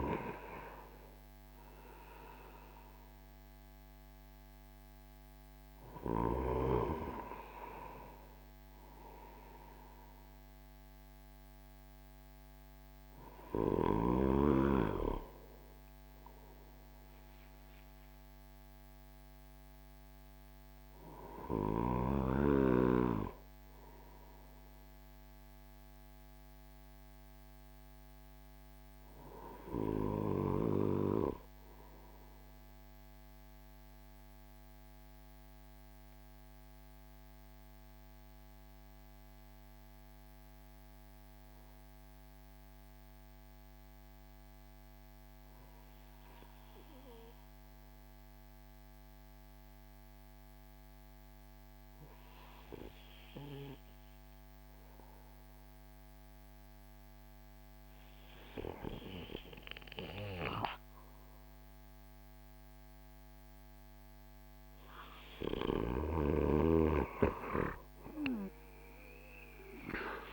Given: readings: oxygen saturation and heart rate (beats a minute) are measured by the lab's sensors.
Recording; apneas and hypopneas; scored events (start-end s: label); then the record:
breathing in sleep by a microphone on the trachea; 1
34.00-57.50 s: hypopnea (oxygen 97% before, 92% lowest)
68.50-70.33 s: arousal
From the record:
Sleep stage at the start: REM sleep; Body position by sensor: on the right side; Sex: male